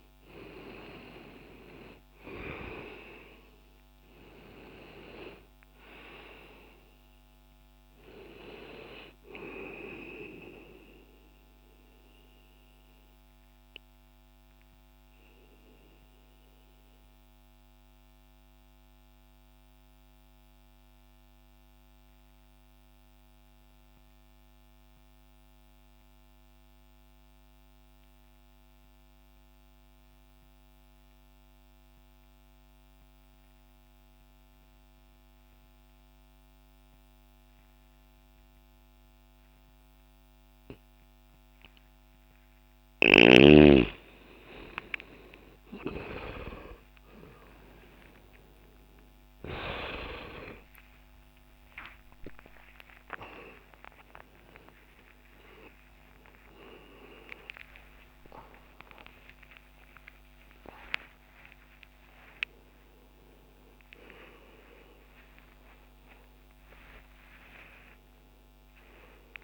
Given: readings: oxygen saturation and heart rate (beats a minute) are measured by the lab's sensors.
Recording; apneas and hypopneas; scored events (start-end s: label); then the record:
breathing in sleep by a microphone on the trachea; 1
0.00-2.50 s: arousal
11.50-41.50 s: mixed apnea (oxygen 96% before, 81% lowest, heart rate 60 before, 60 extreme, up 58 after)
22.50-37.50 s: oxygen desaturation (device-marked, oxygen 92% before, 81% lowest, heart rate 60 before, 60 extreme)
39.50-49.50 s: oxygen desaturation (device-marked, oxygen 97% before, 91% lowest, heart rate 60 before, 71 extreme)
44.50-52.50 s: arousal
57.50-69.44 s: new sleep stage, N1 (lightest sleep)
From the record:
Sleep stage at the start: N2 (light sleep); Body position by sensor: on the back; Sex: male